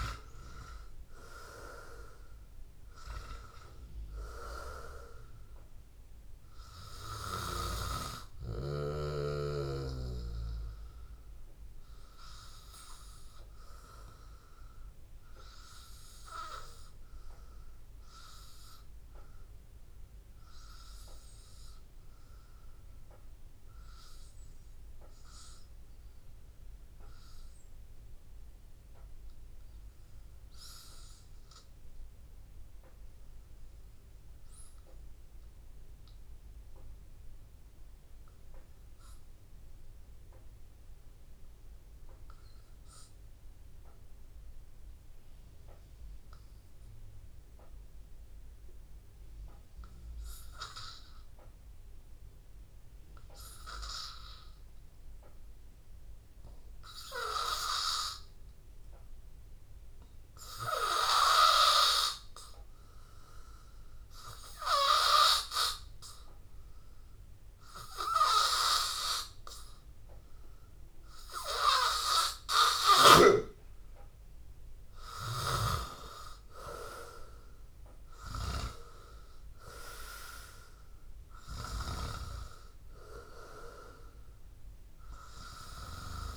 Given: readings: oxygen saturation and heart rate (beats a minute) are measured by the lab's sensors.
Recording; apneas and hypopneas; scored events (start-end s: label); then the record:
breathing in sleep by a room microphone; 1
0.00-24.50 s: oxygen desaturation (device-marked, oxygen 91% lowest, heart rate 82 extreme)
1.50-3.50 s: long interval between heartbeats (device-marked, heart rate 85 before, 87 extreme)
5.00-7.00 s: long interval between heartbeats (device-marked, heart rate 85 before, 88 extreme)
9.00-75.50 s: hypopnea (oxygen 97% before, 89% lowest, heart rate 86 before, 82 extreme, up 2 after)
48.50-86.37 s: oxygen desaturation (device-marked, oxygen 98% before, 89% lowest, heart rate 83 before, 83 extreme)
76.00-81.00 s: arousal
From the record:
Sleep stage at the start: REM sleep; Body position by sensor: on the back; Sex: male